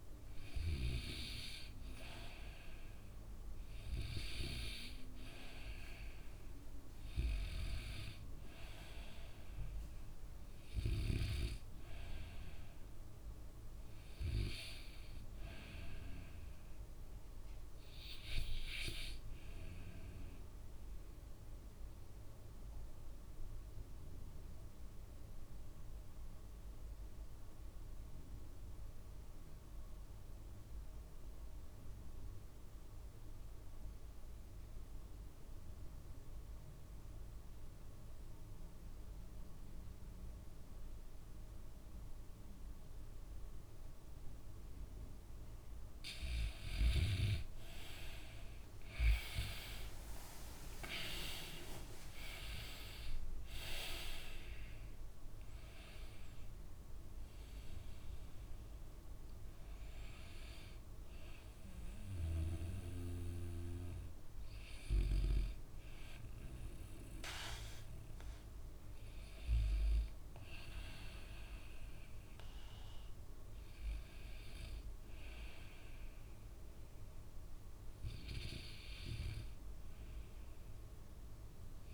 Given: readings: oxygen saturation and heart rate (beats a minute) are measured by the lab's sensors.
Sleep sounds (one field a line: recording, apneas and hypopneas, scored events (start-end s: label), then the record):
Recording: breathing in sleep by a room microphone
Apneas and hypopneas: 1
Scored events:
0.00-9.00 s: oxygen desaturation (device-marked, oxygen 91% lowest, heart rate 59 extreme)
21.50-45.00 s: obstructive apnea (oxygen 96% before, 84% lowest, heart rate 70 before, 59 extreme, up 10 after)
36.00-77.00 s: oxygen desaturation (device-marked, oxygen 96% before, 84% lowest, heart rate 63 before, 63 extreme)
47.50-51.00 s: arousal
From the record:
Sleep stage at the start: REM sleep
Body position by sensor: on the back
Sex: male